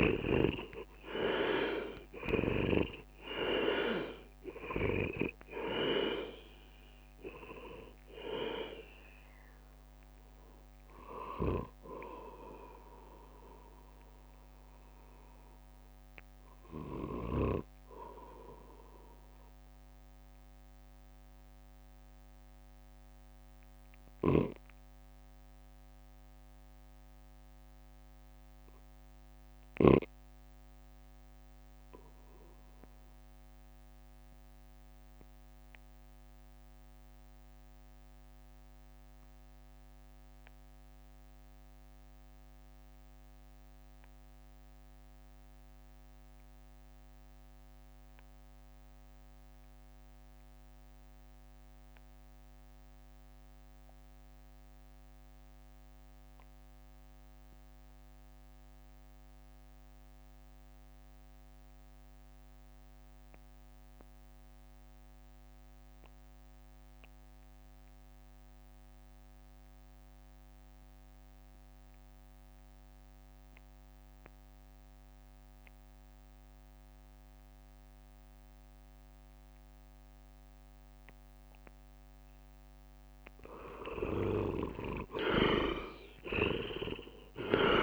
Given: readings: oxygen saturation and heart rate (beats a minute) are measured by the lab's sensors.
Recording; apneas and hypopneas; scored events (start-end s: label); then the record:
breathing in sleep by a microphone on the trachea; 1
0.00-1.50 s: arousal
0.00-1.50 s: long interval between heartbeats (device-marked, heart rate 89 extreme)
0.00-3.00 s: leg movement (device-marked)
0.00-3.50 s: tachycardia (device-marked, heart rate 115 extreme)
0.00-13.50 s: drop in pulse transit time (device-marked, heart rate 64 extreme)
0.00-30.50 s: oxygen desaturation (device-marked, oxygen 76% lowest, heart rate 48 extreme)
1.50-3.50 s: long interval between heartbeats (device-marked, heart rate 62 before, 109 extreme)
19.00-81.00 s: obstructive apnea (oxygen 87% before, 73% lowest, heart rate 83 before, 48 extreme, up 20 after)
54.50-87.82 s: oxygen desaturation (device-marked, oxygen 100% before, 73% lowest, heart rate 51 before, 53 extreme)
55.50-62.50 s: drop in pulse transit time (device-marked, heart rate 51 before, 53 extreme)
83.50-87.82 s: arousal
86.50-87.82 s: drop in pulse transit time (device-marked, heart rate 58 before, 57 extreme)
From the record:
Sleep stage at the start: REM sleep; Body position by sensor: on the right side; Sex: male